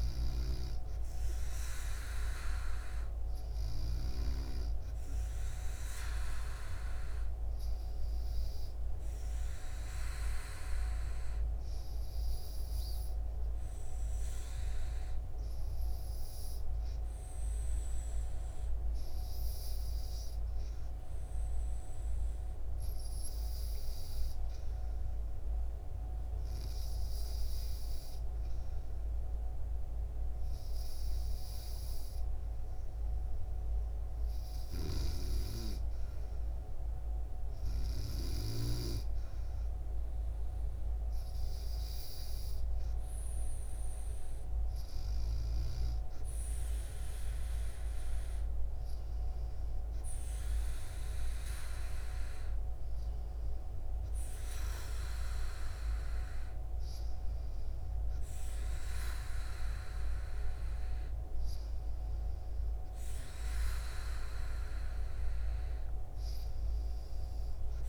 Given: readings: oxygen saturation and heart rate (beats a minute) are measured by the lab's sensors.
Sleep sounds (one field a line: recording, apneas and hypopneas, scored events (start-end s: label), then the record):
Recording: breathing in sleep by a room microphone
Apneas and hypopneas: 1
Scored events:
9.00-23.50 s: obstructive apnea (oxygen 96% before, 94% lowest, heart rate 72 before, 68 extreme, up 0 after)
27.50-30.50 s: arousal
From the record:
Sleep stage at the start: N2 (light sleep)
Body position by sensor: on the back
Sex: female